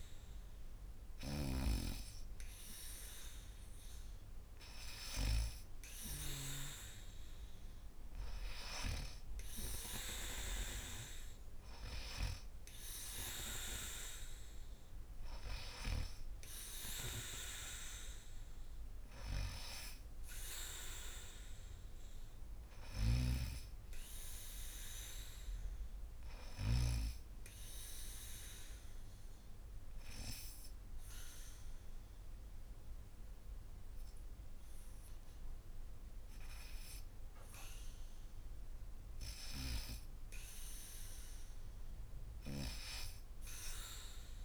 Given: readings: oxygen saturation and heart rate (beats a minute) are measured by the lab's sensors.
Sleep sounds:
breathing in sleep by a room microphone; 1
0.00-1.00 s: snoring (device-marked)
0.00-2.50 s: oxygen desaturation (device-marked, oxygen 88% lowest, heart rate 78 extreme)
7.50-24.50 s: oxygen desaturation (device-marked, oxygen 96% before, 89% lowest, heart rate 77 before, 77 extreme)
22.50-26.50 s: snoring (device-marked)
27.00-38.00 s: obstructive apnea (oxygen 98% before, 94% lowest, heart rate 82 before, 77 extreme)
40.00-43.50 s: arousal
From the record:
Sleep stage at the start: N2 (light sleep); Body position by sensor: on the back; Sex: female

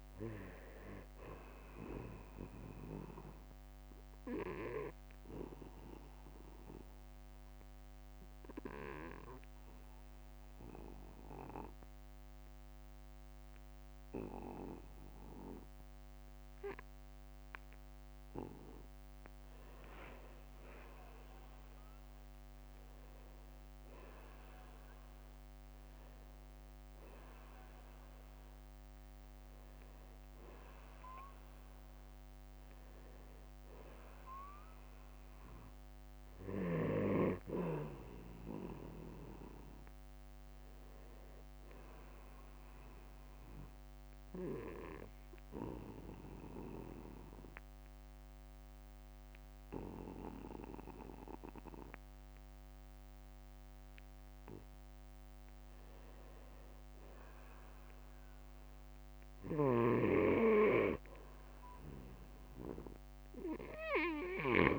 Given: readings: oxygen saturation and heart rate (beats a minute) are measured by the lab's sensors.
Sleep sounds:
breathing in sleep by a microphone on the trachea; 2
3.00-18.00 s: obstructive apnea (oxygen 94% before, 85% lowest, heart rate 62 before, 47 extreme, up 4 after)
6.00-16.00 s: oxygen desaturation (device-marked, oxygen 91% before, 85% lowest, heart rate 62 before, 47 extreme)
20.00-24.50 s: arousal
35.50-38.50 s: arousal
38.00-53.00 s: oxygen desaturation (device-marked, oxygen 95% before, 88% lowest, heart rate 55 before, 52 extreme)
39.00-41.00 s: long interval between heartbeats (device-marked, heart rate 55 before, 56 extreme)
42.50-54.00 s: obstructive apnea (oxygen 96% before, 88% lowest, heart rate 56 before, 52 extreme, up 8 after)
56.00-59.50 s: arousal
From the record:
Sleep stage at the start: N2 (light sleep); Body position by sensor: on the back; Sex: male

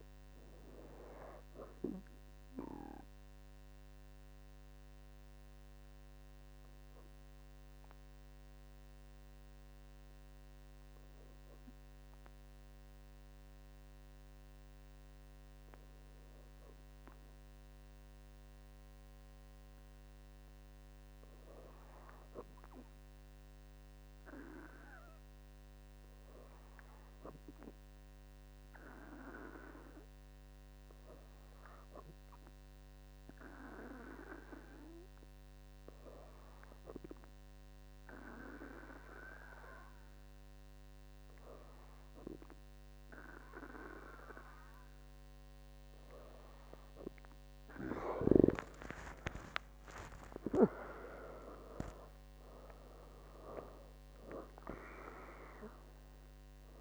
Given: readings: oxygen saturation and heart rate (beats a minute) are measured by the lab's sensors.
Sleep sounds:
breathing in sleep by a microphone on the trachea; 1
5.00-42.50 s: hypopnea (oxygen 96% before, 96% lowest, heart rate 94 before, 61 extreme, up 25 after)
49.00-53.00 s: arousal
From the record:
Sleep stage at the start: N2 (light sleep); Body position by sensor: on the back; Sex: female

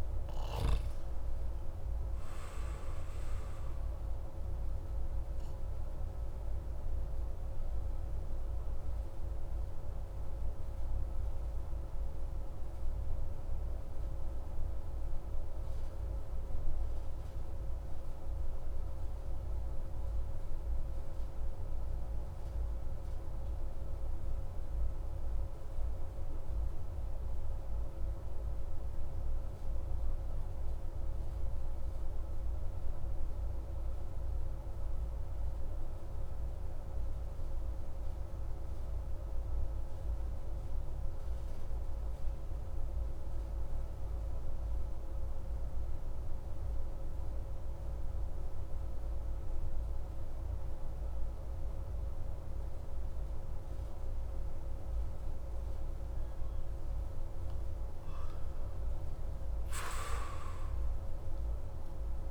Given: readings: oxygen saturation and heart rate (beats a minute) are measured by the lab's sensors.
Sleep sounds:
breathing in sleep, hard to hear, by a room microphone; 1
0.00-22.50 s: oxygen desaturation (device-marked, oxygen 85% lowest)
5.50-57.50 s: obstructive apnea (oxygen 94% before, 85% lowest)
52.50-62.31 s: oxygen desaturation (device-marked, oxygen 97% before, 90% lowest)
58.50-61.50 s: arousal
From the record:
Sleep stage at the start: N2 (light sleep); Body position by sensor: on the back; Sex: male

